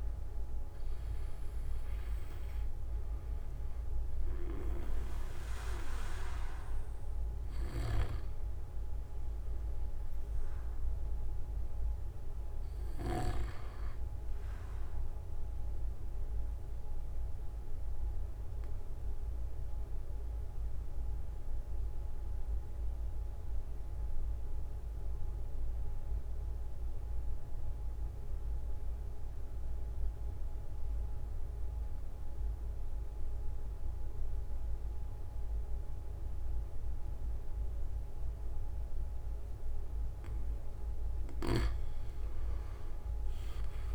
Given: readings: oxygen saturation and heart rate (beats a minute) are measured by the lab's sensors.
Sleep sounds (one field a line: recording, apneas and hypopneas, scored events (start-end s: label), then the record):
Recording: breathing in sleep by a room microphone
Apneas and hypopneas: 1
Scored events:
0.00-27.00 s: oxygen desaturation (device-marked, oxygen 91% lowest)
7.50-13.00 s: snoring (device-marked)
15.00-39.50 s: obstructive apnea (oxygen 97% before, 91% lowest)
25.00-27.00 s: long interval between heartbeats (device-marked)
33.00-35.00 s: long interval between heartbeats (device-marked)
36.50-38.50 s: long interval between heartbeats (device-marked)
40.50-42.50 s: long interval between heartbeats (device-marked, heart rate 31 before, 32 extreme)
42.50-43.95 s: arousal
From the record:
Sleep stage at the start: N2 (light sleep)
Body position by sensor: on the back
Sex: male